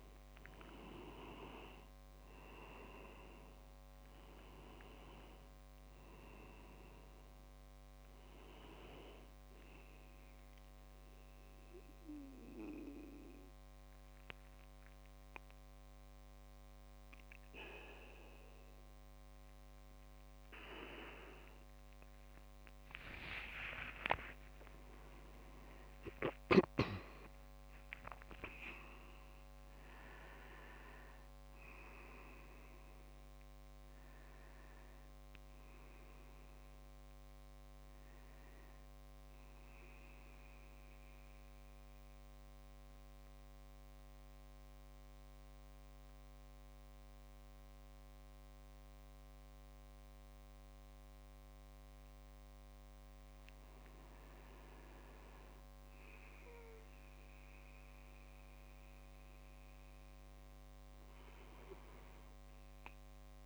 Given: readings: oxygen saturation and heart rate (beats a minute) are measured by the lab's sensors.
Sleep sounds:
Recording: breathing in sleep by a microphone on the trachea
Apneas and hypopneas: 2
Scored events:
0.00-7.00 s: oxygen desaturation (device-marked, oxygen 94% lowest, heart rate 59 extreme)
10.50-24.00 s: mixed apnea (oxygen 98% before, 94% lowest, heart rate 65 before, 59 extreme, up 28 after)
23.00-29.00 s: leg movement (device-marked)
24.50-29.00 s: arousal
39.50-53.00 s: central apnea (oxygen 99% before, 92% lowest, heart rate 76 before, 59 extreme, up 12 after)
54.00-58.50 s: arousal
From the record:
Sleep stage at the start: N2 (light sleep)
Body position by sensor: on the back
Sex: male

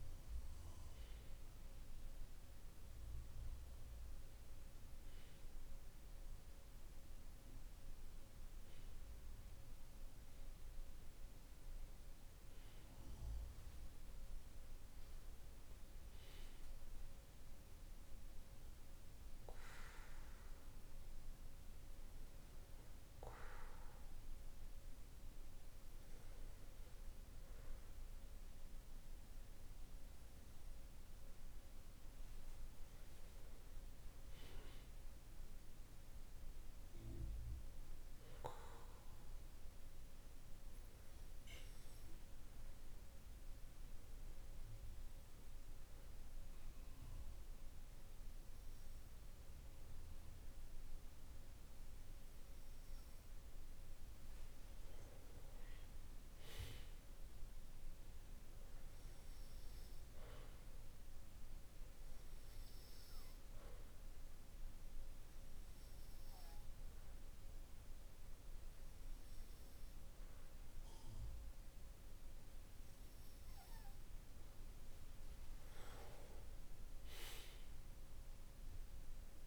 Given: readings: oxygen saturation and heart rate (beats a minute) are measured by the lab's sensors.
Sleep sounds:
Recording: breathing in sleep, hard to hear, by a room microphone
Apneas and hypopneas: 2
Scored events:
40.00-53.50 s: hypopnea (oxygen 96% before, 94% lowest, heart rate 51 before, 48 extreme, up 6 after)
55.00-58.00 s: arousal
62.00-75.00 s: hypopnea (oxygen 96% before, 94% lowest, heart rate 50 before, 49 extreme, up 6 after)
77.00-79.47 s: arousal
From the record:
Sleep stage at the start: N2 (light sleep)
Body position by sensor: on the back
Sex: male

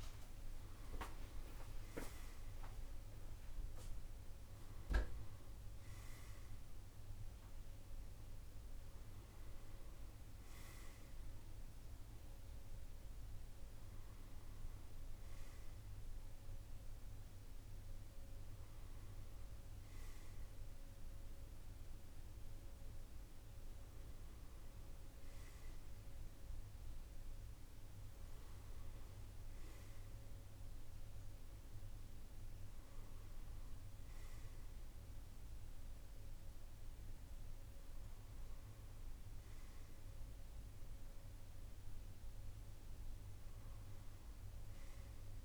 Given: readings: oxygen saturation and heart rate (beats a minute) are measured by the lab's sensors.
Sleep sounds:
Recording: breathing in sleep, hard to hear, by a room microphone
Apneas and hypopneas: none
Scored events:
none scored
From the record:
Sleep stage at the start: N1 (lightest sleep)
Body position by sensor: on the back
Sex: male

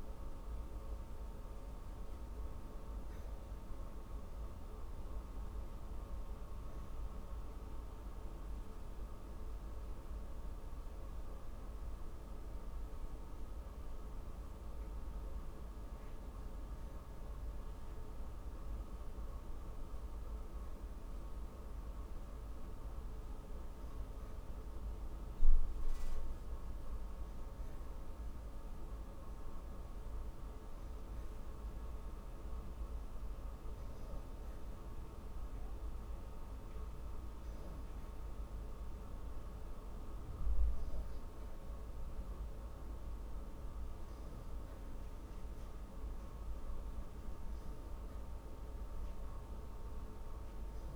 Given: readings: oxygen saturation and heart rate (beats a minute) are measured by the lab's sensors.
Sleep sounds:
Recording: breathing in sleep, hard to hear, by a room microphone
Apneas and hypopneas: 1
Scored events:
4.50-17.00 s: hypopnea (oxygen 95% before, 91% lowest, heart rate 56 before, 45 extreme, up 5 after)
19.50-22.50 s: arousal
From the record:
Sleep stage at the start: N2 (light sleep)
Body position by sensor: on the back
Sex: female

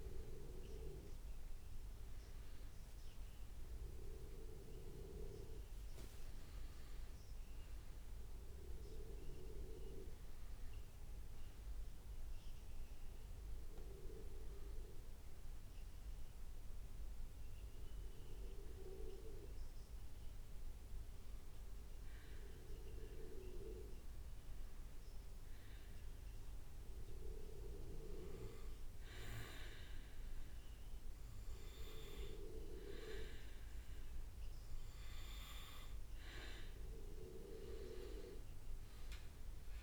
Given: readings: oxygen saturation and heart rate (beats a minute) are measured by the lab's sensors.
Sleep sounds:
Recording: breathing in sleep by a room microphone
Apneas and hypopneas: 1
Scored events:
2.00-6.50 s: arousal
18.50-34.00 s: hypopnea (oxygen 99% before, 94% lowest, heart rate 70 before, 66 extreme, up 6 after)
31.00-39.83 s: oxygen desaturation (device-marked, oxygen 98% before, 94% lowest, heart rate 68 before, 67 extreme)
37.00-39.83 s: arousal
From the record:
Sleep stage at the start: N2 (light sleep)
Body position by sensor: on the back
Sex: male

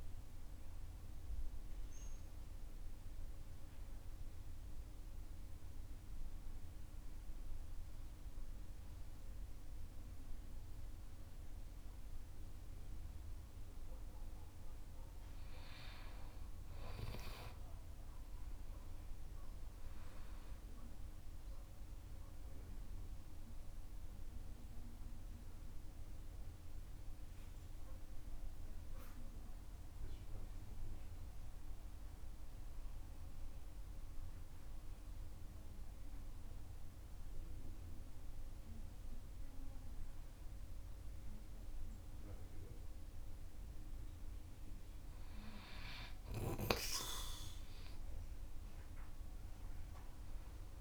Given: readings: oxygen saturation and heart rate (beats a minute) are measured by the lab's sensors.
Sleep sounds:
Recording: breathing in sleep by a room microphone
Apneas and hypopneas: 2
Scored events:
3.00-15.00 s: central apnea (oxygen 97% before, 93% lowest, heart rate 55 before, 49 extreme, up 11 after)
19.50-24.50 s: arousal
30.50-43.50 s: mixed apnea (oxygen 97% before, 93% lowest, heart rate 54 before, 48 extreme, up 12 after)
47.50-50.81 s: arousal
From the record:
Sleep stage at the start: N2 (light sleep)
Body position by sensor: on the right side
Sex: male

